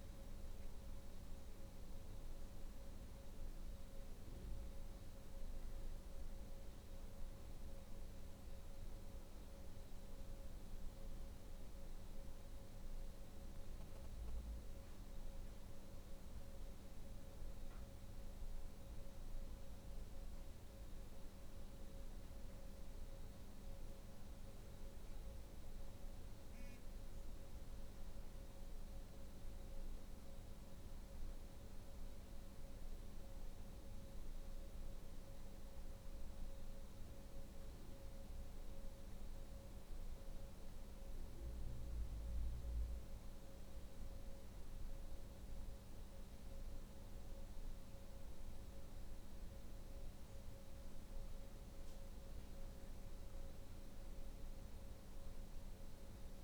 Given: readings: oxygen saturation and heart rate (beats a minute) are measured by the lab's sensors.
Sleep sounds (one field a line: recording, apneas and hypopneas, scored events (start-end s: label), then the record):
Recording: breathing in sleep, hard to hear, by a room microphone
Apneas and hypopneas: 1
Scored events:
0.50-22.50 s: hypopnea (oxygen 93% before, 90% lowest, heart rate 83 before, 66 extreme, up 11 after)
25.00-29.00 s: arousal
32.00-49.00 s: oxygen desaturation (device-marked, oxygen 95% before, 90% lowest, heart rate 70 before, 66 extreme)
From the record:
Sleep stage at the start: N2 (light sleep)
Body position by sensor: on the back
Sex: female